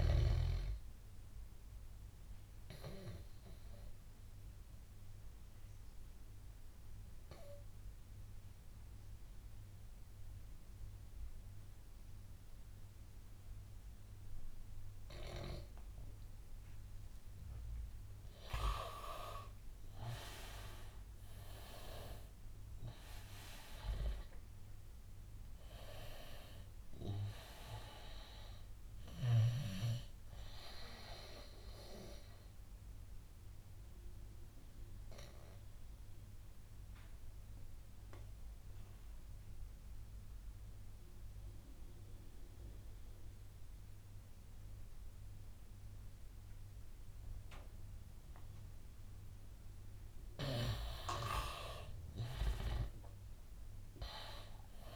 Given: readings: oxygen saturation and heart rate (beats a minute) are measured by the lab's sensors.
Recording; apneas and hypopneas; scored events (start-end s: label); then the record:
breathing in sleep by a room microphone; 2
0.00-11.00 s: oxygen desaturation (device-marked, oxygen 97% before, 92% lowest, heart rate 89 before, 83 extreme)
1.00-18.50 s: obstructive apnea (oxygen 97% before, 88% lowest, heart rate 89 before, 83 extreme, up 10 after)
19.50-24.00 s: arousal
22.00-43.00 s: oxygen desaturation (device-marked, oxygen 97% before, 89% lowest, heart rate 87 before, 82 extreme)
31.00-49.50 s: obstructive apnea (oxygen 97% before, 88% lowest, heart rate 90 before, 81 extreme, up 5 after)
51.00-54.96 s: oxygen desaturation (device-marked, oxygen 99% before, 88% lowest, heart rate 88 before, 81 extreme)
52.00-54.96 s: arousal
From the record:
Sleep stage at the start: N2 (light sleep); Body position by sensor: on the right side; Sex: male